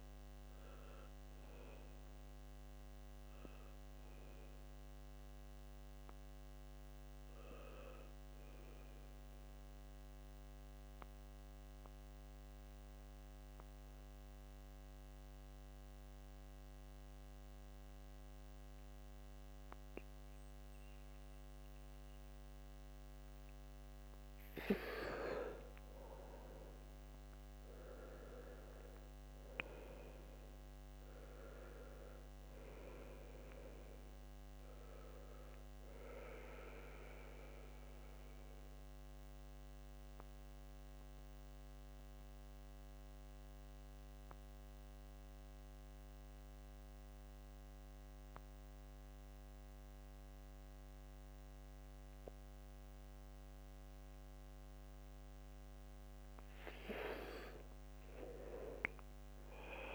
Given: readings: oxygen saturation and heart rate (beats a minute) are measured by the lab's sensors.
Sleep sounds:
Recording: breathing in sleep by a microphone on the trachea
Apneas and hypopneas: 2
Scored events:
0.00-19.50 s: oxygen desaturation (device-marked, oxygen 75% lowest, heart rate 60 extreme)
5.50-23.50 s: central apnea (oxygen 99% before, 75% lowest, heart rate 91 before, 58 extreme, up 3 after)
21.50-50.50 s: oxygen desaturation (device-marked, oxygen 99% before, 81% lowest, heart rate 73 before, 58 extreme)
26.00-30.50 s: arousal
38.00-55.50 s: mixed apnea (oxygen 99% before, 80% lowest, heart rate 69 before, 58 extreme, up 11 after)
40.50-45.50 s: bradycardia (device-marked, heart rate 69 before, 59 extreme)
57.00-59.95 s: arousal
From the record:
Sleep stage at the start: N2 (light sleep)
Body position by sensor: on the back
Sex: male

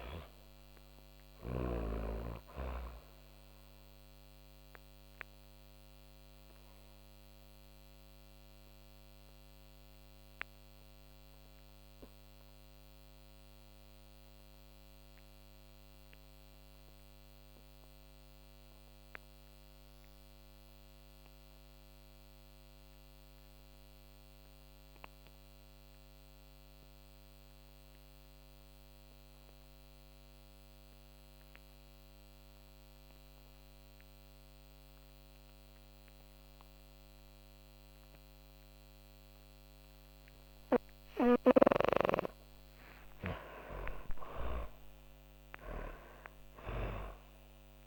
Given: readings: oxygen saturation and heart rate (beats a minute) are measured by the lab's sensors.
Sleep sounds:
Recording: breathing in sleep by a microphone on the trachea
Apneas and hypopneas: 1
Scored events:
0.00-17.00 s: oxygen desaturation (device-marked, oxygen 76% lowest)
6.00-41.00 s: obstructive apnea (oxygen 98% before, 74% lowest)
28.00-47.87 s: oxygen desaturation (device-marked, oxygen 99% before, 74% lowest)
41.50-46.00 s: arousal
From the record:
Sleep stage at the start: N2 (light sleep)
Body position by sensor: on the back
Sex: female

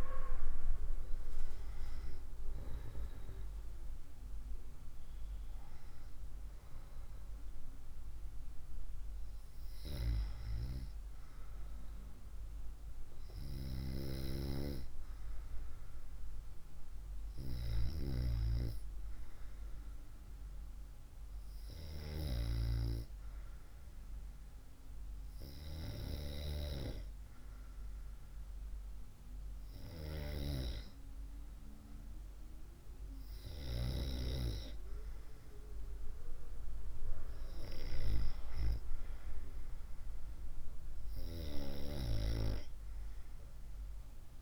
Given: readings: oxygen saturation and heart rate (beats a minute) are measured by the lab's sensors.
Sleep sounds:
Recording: breathing in sleep by a room microphone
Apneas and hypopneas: none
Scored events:
29.00-33.00 s: arousal
From the record:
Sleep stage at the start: N2 (light sleep)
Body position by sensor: on the right side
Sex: female

